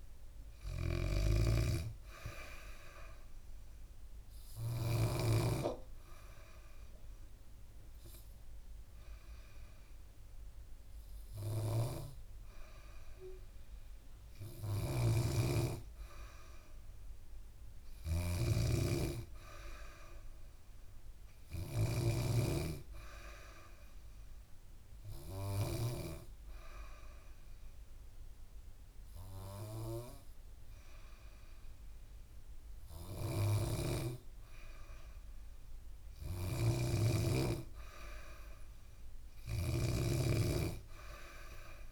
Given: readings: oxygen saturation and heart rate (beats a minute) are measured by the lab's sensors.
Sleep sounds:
breathing in sleep by a room microphone; 2
0.00-1.00 s: arousal
0.00-4.50 s: snoring (device-marked)
4.00-14.00 s: obstructive apnea (oxygen 96% before, 93% lowest, heart rate 71 before, 67 extreme, up 1 after)
14.00-25.50 s: snoring (device-marked)
17.00-20.50 s: arousal
24.00-34.00 s: obstructive apnea (oxygen 96% before, 92% lowest, heart rate 70 before, 68 extreme, up 3 after)
33.00-41.92 s: snoring (device-marked)
35.00-38.50 s: arousal
From the record:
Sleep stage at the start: N2 (light sleep); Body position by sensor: on the back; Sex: female

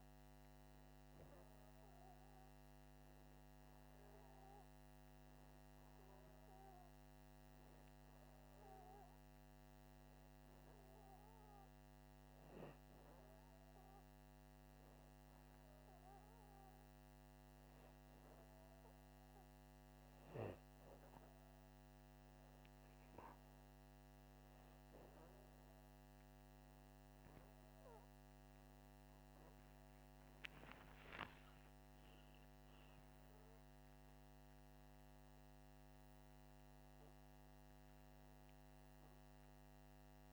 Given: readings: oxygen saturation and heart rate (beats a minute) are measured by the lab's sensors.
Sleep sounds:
breathing in sleep, hard to hear, by a microphone on the trachea; none
31.50-36.50 s: arousal
From the record:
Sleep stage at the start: N2 (light sleep); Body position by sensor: upright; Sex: male

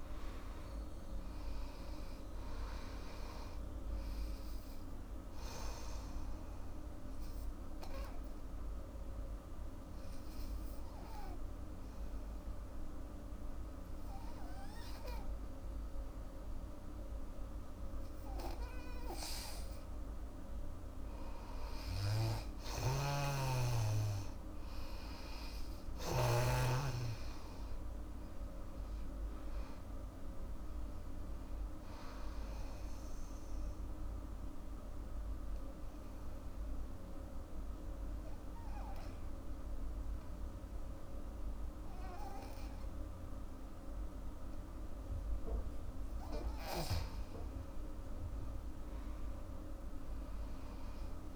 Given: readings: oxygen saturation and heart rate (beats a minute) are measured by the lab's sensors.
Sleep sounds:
breathing in sleep by a room microphone; 2
0.00-2.00 s: arousal
0.50-17.50 s: oxygen desaturation (device-marked, oxygen 99% before, 88% lowest, heart rate 77 before, 65 extreme)
6.50-18.50 s: obstructive apnea (oxygen 99% before, 88% lowest, heart rate 80 before, 67 extreme, up 18 after)
21.00-26.00 s: arousal
22.50-26.00 s: snoring (device-marked)
27.50-39.50 s: oxygen desaturation (device-marked, oxygen 99% before, 92% lowest, heart rate 74 before, 69 extreme)
34.00-45.50 s: obstructive apnea (oxygen 99% before, 88% lowest, heart rate 79 before, 69 extreme, up 9 after)
47.50-51.35 s: arousal
From the record:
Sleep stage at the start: N2 (light sleep); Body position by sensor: on the back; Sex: female

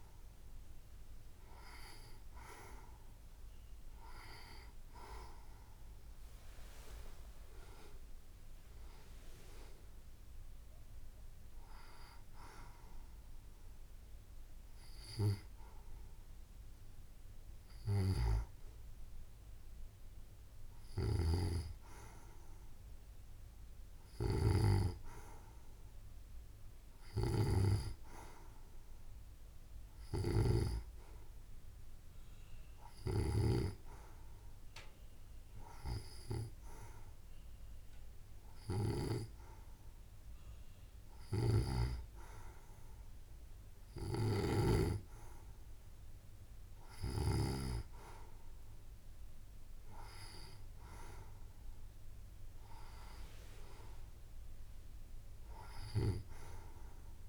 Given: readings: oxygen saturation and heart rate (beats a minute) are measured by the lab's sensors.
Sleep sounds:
breathing in sleep by a room microphone; none
17.00-29.00 s: oxygen desaturation (device-marked, oxygen 94% before, 90% lowest, heart rate 80 before, 73 extreme)
47.00-49.00 s: long interval between heartbeats (device-marked, heart rate 77 before, 80 extreme)
From the record:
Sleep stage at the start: N2 (light sleep); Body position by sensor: on the right side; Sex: female

